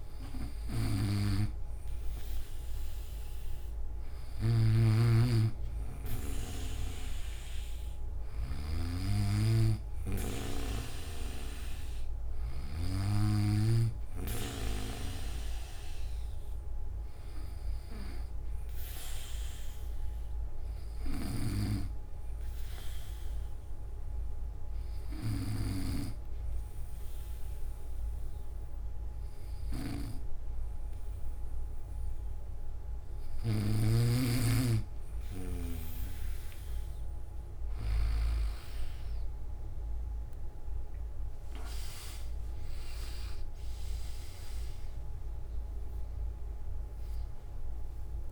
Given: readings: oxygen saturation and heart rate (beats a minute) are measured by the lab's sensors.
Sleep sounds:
breathing in sleep by a room microphone; 1
4.00-12.50 s: snoring (device-marked)
14.50-38.00 s: snoring (device-marked)
21.00-34.00 s: hypopnea (oxygen 95% before, 93% lowest, heart rate 65 before, 61 extreme, up 8 after)
From the record:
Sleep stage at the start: N2 (light sleep); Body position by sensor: on the back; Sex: male

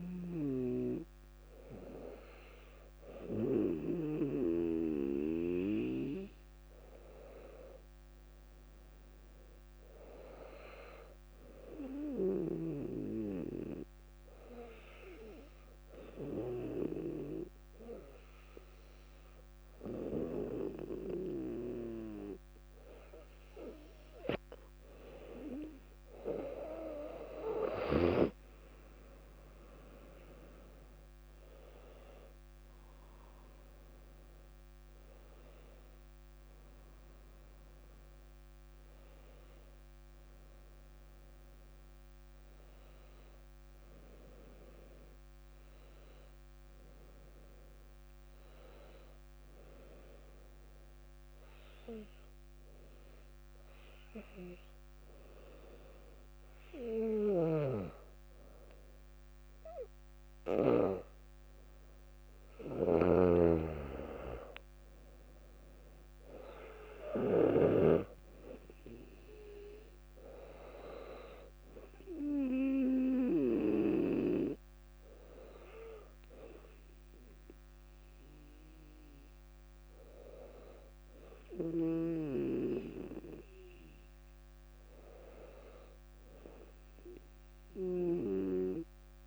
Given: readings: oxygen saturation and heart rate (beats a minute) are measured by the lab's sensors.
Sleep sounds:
breathing in sleep by a microphone on the trachea; 2
12.50-24.50 s: hypopnea (oxygen 97% before, 95% lowest, heart rate 61 before, 61 extreme, up 6 after)
27.50-31.00 s: arousal
30.00-43.00 s: drop in pulse transit time (device-marked, heart rate 62 before, 65 extreme)
50.00-62.50 s: hypopnea (oxygen 97% before, 95% lowest, heart rate 66 before, 60 extreme, up 4 after)
57.50-68.00 s: snoring (device-marked)
66.00-69.50 s: arousal
71.00-88.00 s: oxygen desaturation (device-marked, oxygen 99% before, 95% lowest, heart rate 60 before, 60 extreme)
From the record:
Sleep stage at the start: N2 (light sleep); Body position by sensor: on the back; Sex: female

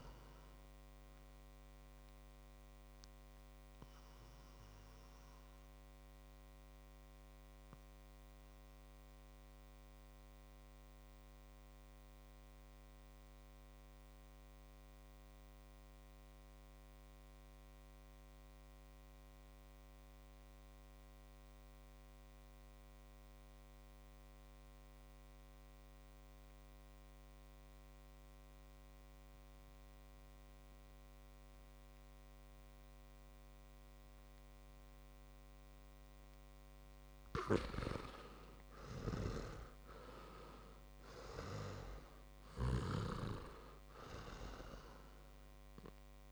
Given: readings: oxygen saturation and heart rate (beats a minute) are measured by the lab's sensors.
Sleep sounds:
breathing in sleep by a microphone on the trachea; 1
0.00-19.00 s: oxygen desaturation (device-marked, oxygen 83% lowest, heart rate 52 extreme)
1.50-36.00 s: mixed apnea (oxygen 99% before, 82% lowest, heart rate 58 before, 53 extreme, up 9 after)
33.00-46.32 s: oxygen desaturation (device-marked, oxygen 100% before, 82% lowest, heart rate 59 before, 53 extreme)
38.00-42.00 s: arousal
From the record:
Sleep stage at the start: REM sleep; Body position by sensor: on the back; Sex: male

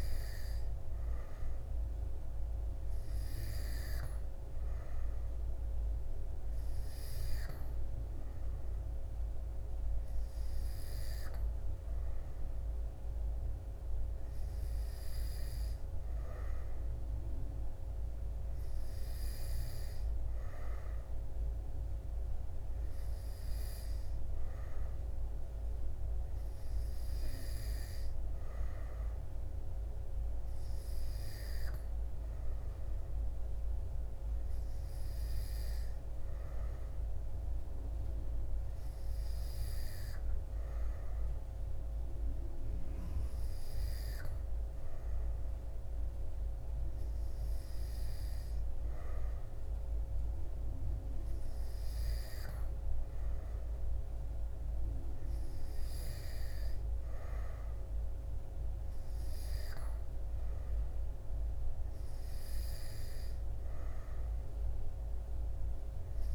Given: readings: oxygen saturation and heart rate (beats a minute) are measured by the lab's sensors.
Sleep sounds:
breathing in sleep, hard to hear, by a room microphone; none
none scored
From the record:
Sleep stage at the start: N2 (light sleep); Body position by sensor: on the back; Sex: male

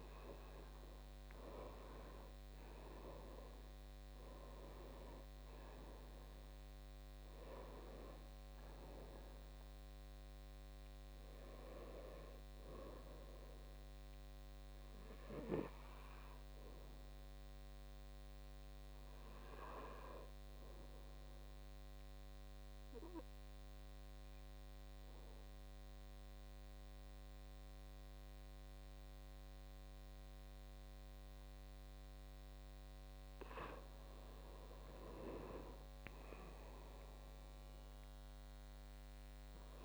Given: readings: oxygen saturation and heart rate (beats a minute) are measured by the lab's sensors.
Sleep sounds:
breathing in sleep by a microphone on the trachea; 1
0.00-18.50 s: oxygen desaturation (device-marked, oxygen 77% lowest, heart rate 52 extreme)
22.50-34.00 s: obstructive apnea (oxygen 99% before, 83% lowest, heart rate 60 before, 52 extreme, up 10 after)
36.00-39.50 s: arousal
From the record:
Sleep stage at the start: N2 (light sleep); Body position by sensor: on the back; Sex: male

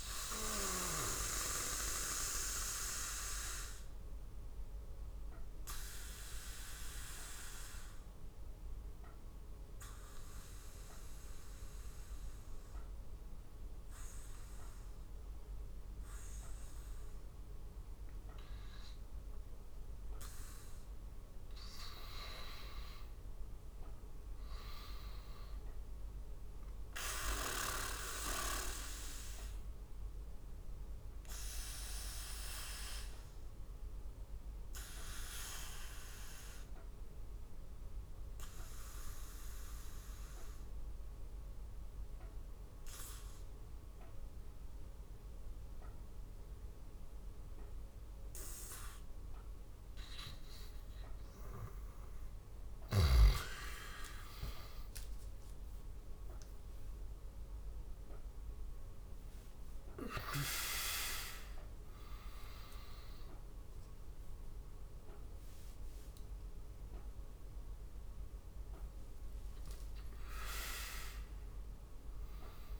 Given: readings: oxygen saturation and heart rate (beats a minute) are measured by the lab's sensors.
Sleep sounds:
breathing in sleep by a room microphone; 2
0.00-17.50 s: oxygen desaturation (device-marked, oxygen 84% lowest, heart rate 78 extreme)
1.00-18.50 s: obstructive apnea (oxygen 98% before, 84% lowest, heart rate 76 before, 78 extreme, up 4 after)
20.00-23.50 s: arousal
27.50-49.00 s: obstructive apnea (oxygen 99% before, 88% lowest, heart rate 80 before, 76 extreme, up 4 after)
36.50-47.50 s: oxygen desaturation (device-marked, oxygen 98% before, 88% lowest, heart rate 80 before, 76 extreme)
50.50-55.00 s: arousal
From the record:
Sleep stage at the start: N2 (light sleep); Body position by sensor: on the back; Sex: male

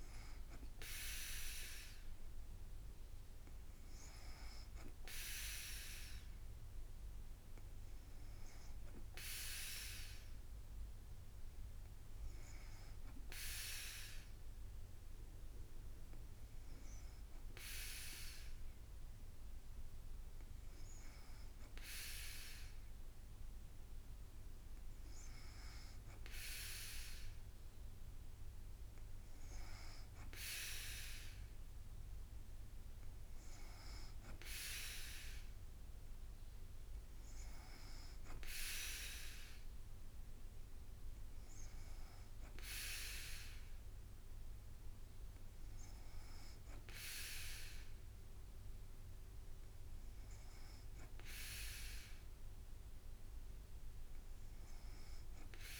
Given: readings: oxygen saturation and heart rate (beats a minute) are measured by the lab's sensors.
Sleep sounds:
breathing in sleep by a room microphone; none
none scored
From the record:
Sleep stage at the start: N2 (light sleep); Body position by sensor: on the back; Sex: female

